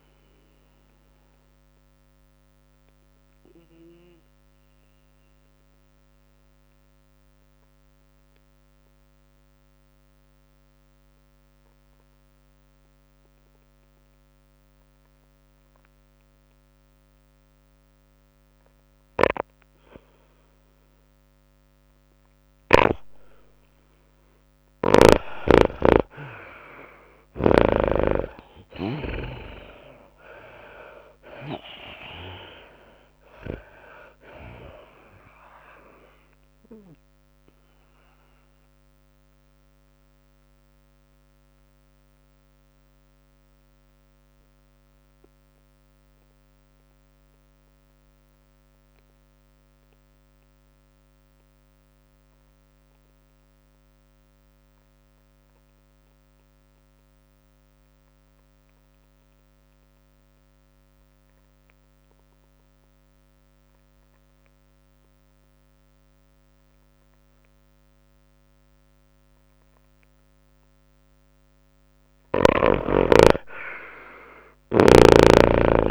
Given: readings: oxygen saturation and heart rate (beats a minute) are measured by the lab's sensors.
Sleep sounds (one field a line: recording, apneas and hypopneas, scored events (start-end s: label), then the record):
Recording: breathing in sleep by a microphone on the trachea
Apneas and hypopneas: 2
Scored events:
0.00-8.00 s: oxygen desaturation (device-marked, oxygen 82% lowest, heart rate 101 extreme)
0.00-41.00 s: tachycardia (device-marked, heart rate 111 extreme)
1.00-21.50 s: obstructive apnea (oxygen 99% before, 81% lowest, heart rate 106 before, 98 extreme, up 5 after)
23.00-49.00 s: oxygen desaturation (device-marked, oxygen 98% before, 82% lowest, heart rate 105 before, 96 extreme)
23.50-26.50 s: arousal
29.00-44.00 s: drop in pulse transit time (device-marked, heart rate 103 before, 106 extreme)
37.50-71.50 s: mixed apnea (oxygen 98% before, 78% lowest, heart rate 105 before, 96 extreme, up 6 after)
43.50-45.50 s: long interval between heartbeats (device-marked, heart rate 107 before, 100 extreme)
47.00-58.00 s: tachycardia (device-marked, heart rate 105 before, 105 extreme)
62.00-69.00 s: tachycardia (device-marked, heart rate 105 before, 102 extreme)
62.00-75.91 s: oxygen desaturation (device-marked, oxygen 98% before, 78% lowest, heart rate 102 before, 100 extreme)
70.00-75.91 s: tachycardia (device-marked, heart rate 105 before, 110 extreme)
74.00-75.91 s: arousal
From the record:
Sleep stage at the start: N2 (light sleep)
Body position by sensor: on the back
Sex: female